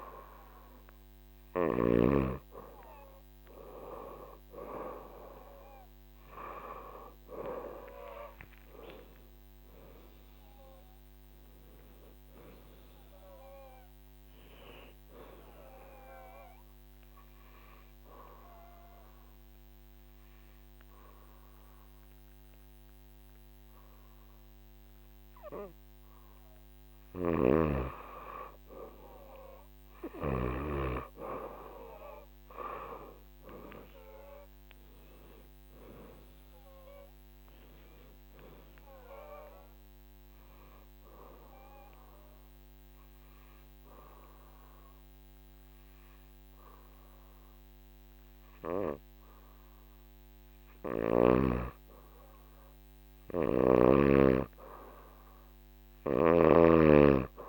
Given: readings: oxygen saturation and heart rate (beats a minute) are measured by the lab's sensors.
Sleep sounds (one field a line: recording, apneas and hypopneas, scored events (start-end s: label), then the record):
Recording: breathing in sleep by a microphone on the trachea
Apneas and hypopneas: 2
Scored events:
0.00-4.00 s: oxygen desaturation (device-marked, oxygen 92% lowest, heart rate 71 extreme)
8.50-13.50 s: arousal
17.00-27.50 s: obstructive apnea (oxygen 96% before, 91% lowest, heart rate 81 before, 67 extreme, up 8 after)
33.00-48.00 s: oxygen desaturation (device-marked, oxygen 96% before, 91% lowest, heart rate 75 before, 67 extreme)
34.00-38.50 s: arousal
40.50-51.50 s: obstructive apnea (oxygen 96% before, 88% lowest, heart rate 75 before, 67 extreme, up 7 after)
55.50-57.49 s: snoring (device-marked)
From the record:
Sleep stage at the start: N2 (light sleep)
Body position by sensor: on the back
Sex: female